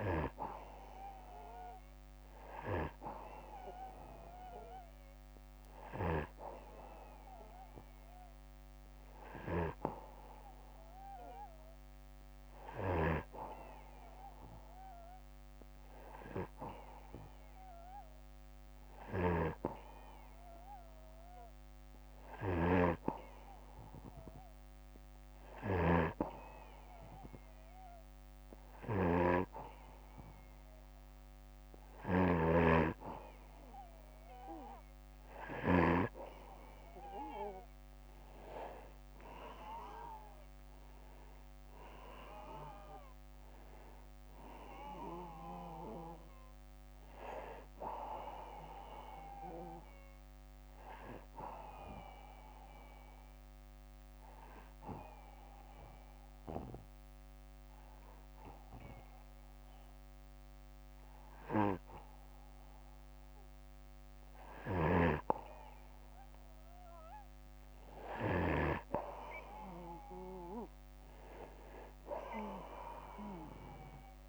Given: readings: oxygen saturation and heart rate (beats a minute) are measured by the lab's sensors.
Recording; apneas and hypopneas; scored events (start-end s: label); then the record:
breathing in sleep by a microphone on the trachea; 2
5.00-12.50 s: snoring (device-marked)
15.00-32.00 s: hypopnea (oxygen 95% before, 92% lowest, heart rate 65 before, 62 extreme, up 3 after)
18.50-35.50 s: snoring (device-marked)
39.50-43.00 s: arousal
52.50-63.50 s: obstructive apnea (oxygen 95% before, 92% lowest, heart rate 67 before, 61 extreme, up 4 after)
64.00-68.00 s: snoring (device-marked)
69.00-73.00 s: arousal
From the record:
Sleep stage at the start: N2 (light sleep); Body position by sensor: on the back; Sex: male